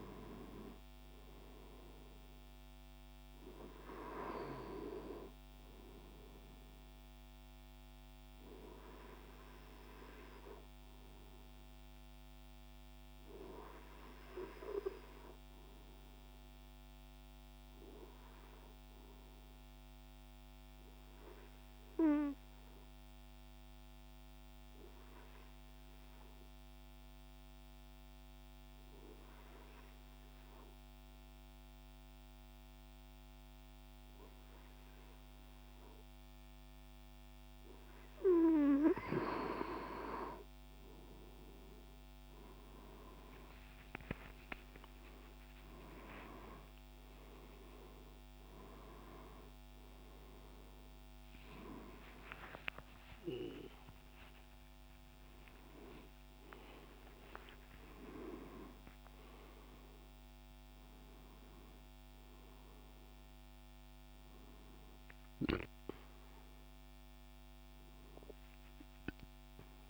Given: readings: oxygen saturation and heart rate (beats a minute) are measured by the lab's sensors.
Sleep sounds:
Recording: breathing in sleep by a microphone on the trachea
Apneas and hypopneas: 1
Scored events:
9.50-38.00 s: obstructive apnea (oxygen 97% before, 93% lowest, heart rate 74 before, 67 extreme, up 39 after)
37.50-61.50 s: oxygen desaturation (device-marked, oxygen 97% before, 93% lowest, heart rate 70 before, 70 extreme)
51.50-58.50 s: arousal
From the record:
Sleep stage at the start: N2 (light sleep)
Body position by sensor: on the right side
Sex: male

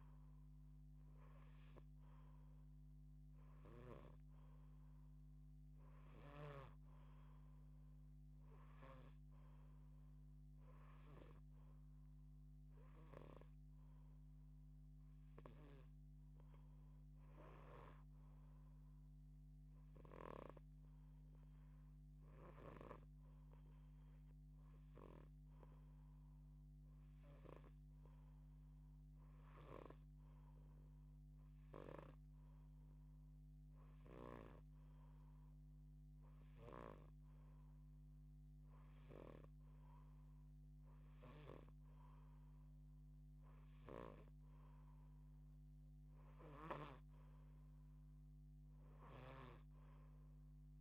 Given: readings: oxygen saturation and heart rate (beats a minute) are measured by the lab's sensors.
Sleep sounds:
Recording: breathing in sleep by a microphone on the trachea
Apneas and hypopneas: 1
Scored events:
20.00-30.00 s: hypopnea (oxygen 90% before, 88% lowest)
22.00-31.50 s: snoring (device-marked)
32.00-35.50 s: arousal
36.00-41.00 s: snoring (device-marked)
45.50-49.00 s: snoring (device-marked)
From the record:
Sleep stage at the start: N2 (light sleep)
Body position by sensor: on the left side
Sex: female

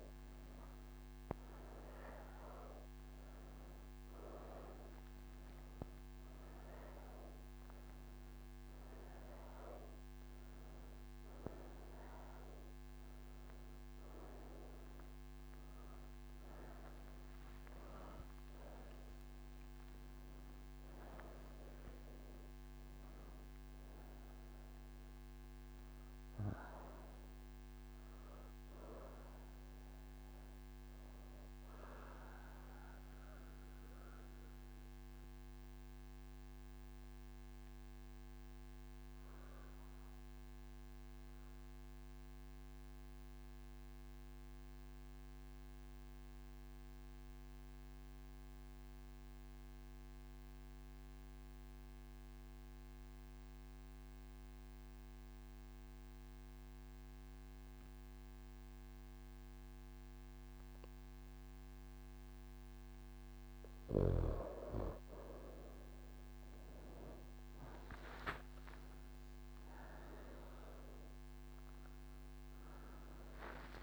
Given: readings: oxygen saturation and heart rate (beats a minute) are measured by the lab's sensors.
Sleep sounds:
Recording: breathing in sleep by a microphone on the trachea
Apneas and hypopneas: none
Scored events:
0.00-14.00 s: oxygen desaturation (device-marked, oxygen 95% lowest)
24.00-45.00 s: oxygen desaturation (device-marked, oxygen 97% before, 88% lowest)
From the record:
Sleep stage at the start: N2 (light sleep)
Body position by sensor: on the right side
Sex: female

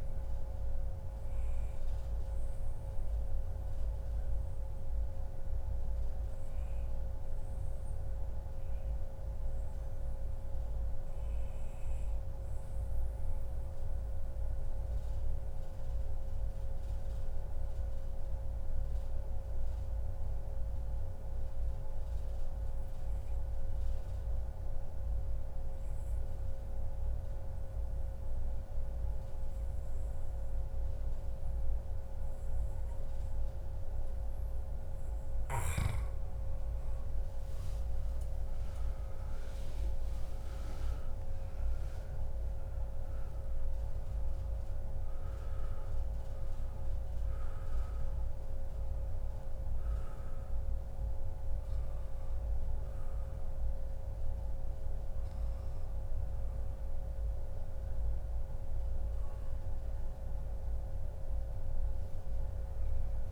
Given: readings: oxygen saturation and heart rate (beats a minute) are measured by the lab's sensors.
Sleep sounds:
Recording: breathing in sleep, hard to hear, by a room microphone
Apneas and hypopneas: 1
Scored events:
2.50-34.50 s: obstructive apnea (oxygen 97% before, 91% lowest, heart rate 141 before, 110 extreme, up 0 after)
36.50-41.50 s: arousal
52.00-58.00 s: oxygen desaturation (device-marked, oxygen 95% before, 91% lowest, heart rate 131 before, 83 extreme)
From the record:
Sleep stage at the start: N2 (light sleep)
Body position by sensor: on the back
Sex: male

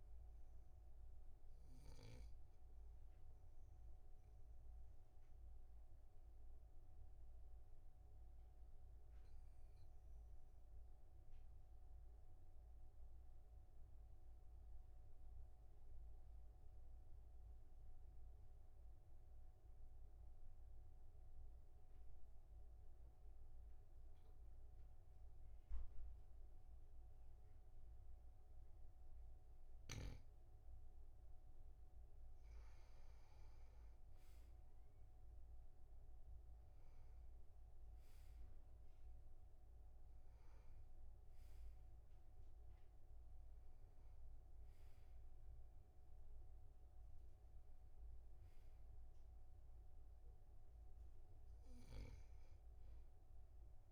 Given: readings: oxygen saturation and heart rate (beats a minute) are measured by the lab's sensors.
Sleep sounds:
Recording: breathing in sleep, hard to hear, by a room microphone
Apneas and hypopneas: 1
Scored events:
1.50-11.50 s: oxygen desaturation (device-marked, oxygen 98% before, 95% lowest, heart rate 55 before, 45 extreme)
2.50-30.50 s: obstructive apnea (oxygen 99% before, 95% lowest, heart rate 55 before, 45 extreme, up 7 after)
32.50-37.00 s: arousal
From the record:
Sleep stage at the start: N2 (light sleep)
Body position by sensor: on the back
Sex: male

